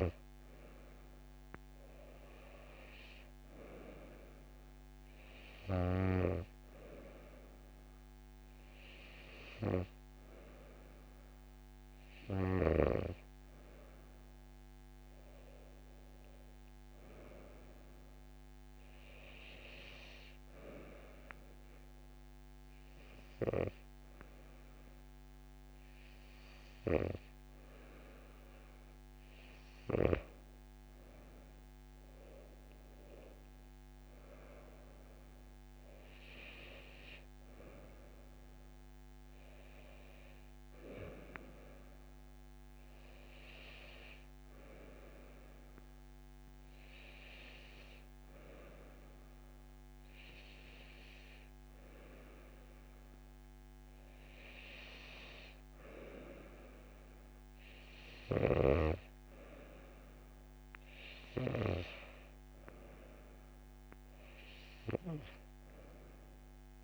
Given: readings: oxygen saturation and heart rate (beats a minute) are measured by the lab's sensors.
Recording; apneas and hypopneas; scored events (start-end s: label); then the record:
breathing in sleep by a microphone on the trachea; none
none scored
From the record:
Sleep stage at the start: N2 (light sleep); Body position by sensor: on the right side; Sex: female